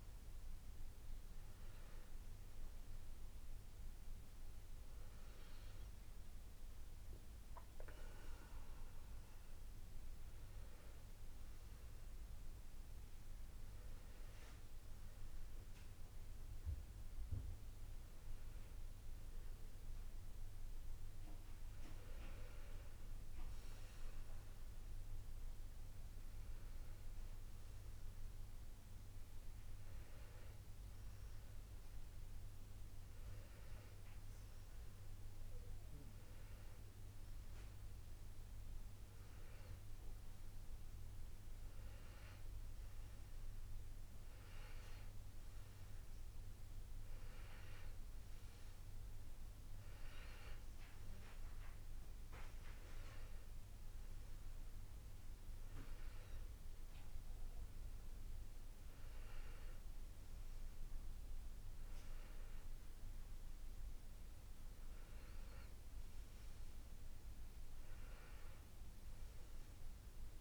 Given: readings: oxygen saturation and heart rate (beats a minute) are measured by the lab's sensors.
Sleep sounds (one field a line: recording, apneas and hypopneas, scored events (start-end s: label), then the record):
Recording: breathing in sleep, hard to hear, by a room microphone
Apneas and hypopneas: none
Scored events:
none scored
From the record:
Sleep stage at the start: N1 (lightest sleep)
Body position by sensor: on the back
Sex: male